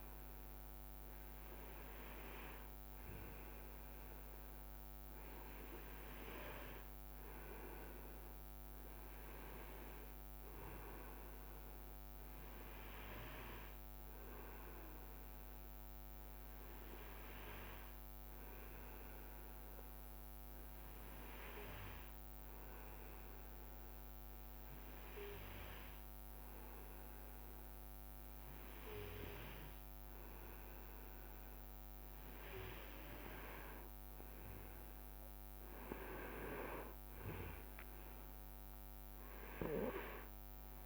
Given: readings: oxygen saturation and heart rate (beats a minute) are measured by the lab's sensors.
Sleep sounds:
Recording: breathing in sleep by a microphone on the trachea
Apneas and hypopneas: 1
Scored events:
2.50-7.50 s: arousal
14.50-30.50 s: hypopnea (oxygen 98% before, 95% lowest, heart rate 64 before, 61 extreme, up 8 after)
33.50-38.50 s: arousal
From the record:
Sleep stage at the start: N2 (light sleep)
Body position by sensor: on the right side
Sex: male

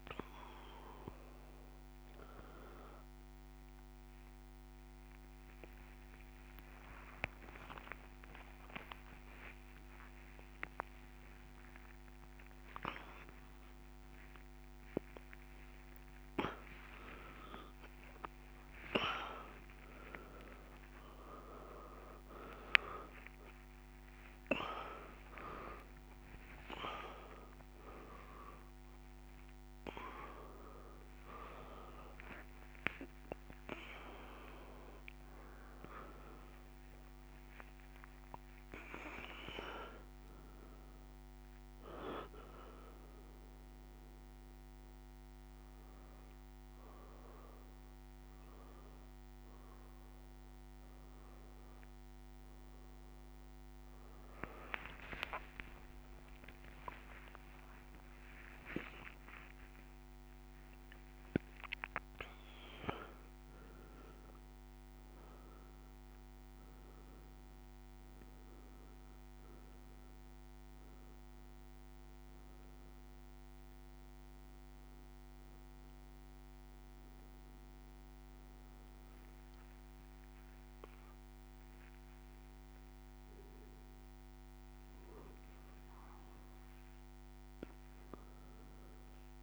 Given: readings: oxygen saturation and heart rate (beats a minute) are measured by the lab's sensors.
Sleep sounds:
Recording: a person awake in a sleep study, by a microphone on the trachea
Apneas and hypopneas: none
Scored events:
78.50-89.43 s: oxygen desaturation (device-marked, oxygen 94% before, 87% lowest, heart rate 84 before, 61 extreme)
From the record:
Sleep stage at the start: awake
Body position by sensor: on the right side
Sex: female

